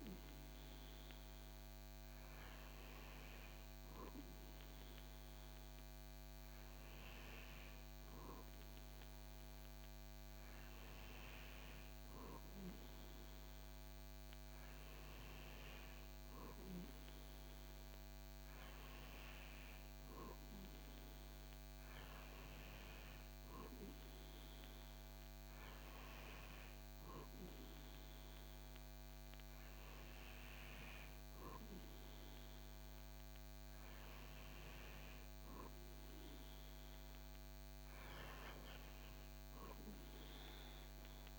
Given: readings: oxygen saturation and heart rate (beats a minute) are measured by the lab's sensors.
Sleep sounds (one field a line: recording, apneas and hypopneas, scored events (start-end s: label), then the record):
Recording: breathing in sleep by a microphone on the trachea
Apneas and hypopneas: none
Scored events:
none scored
From the record:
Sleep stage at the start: N2 (light sleep)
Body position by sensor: on the back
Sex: male